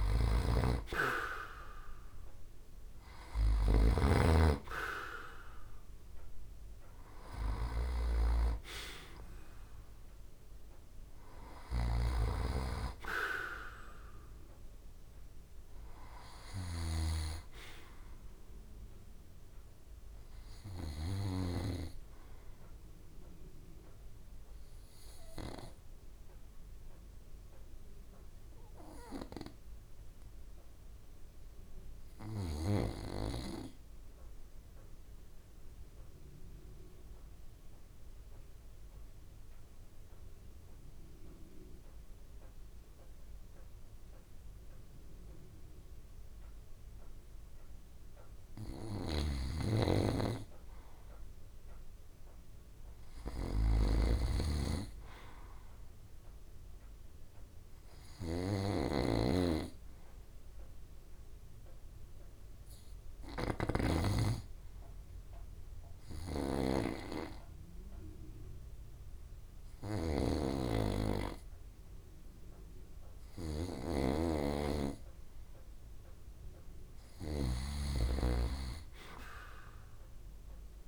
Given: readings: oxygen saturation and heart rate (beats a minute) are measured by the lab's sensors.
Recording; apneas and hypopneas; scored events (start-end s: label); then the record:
breathing in sleep by a room microphone; 2
0.00-21.50 s: snoring (device-marked)
0.00-27.50 s: oxygen desaturation (device-marked, oxygen 83% lowest, heart rate 65 extreme)
24.00-49.00 s: obstructive apnea (oxygen 94% before, 86% lowest, heart rate 68 before, 65 extreme, up 2 after)
48.50-80.88 s: snoring (device-marked)
49.50-80.88 s: oxygen desaturation (device-marked, oxygen 97% before, 86% lowest, heart rate 67 before, 65 extreme)
51.50-55.00 s: arousal
60.50-75.00 s: obstructive apnea (oxygen 97% before, 86% lowest, heart rate 68 before, 65 extreme, up 1 after)
78.00-80.88 s: arousal
From the record:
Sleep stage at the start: REM sleep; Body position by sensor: on the back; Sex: male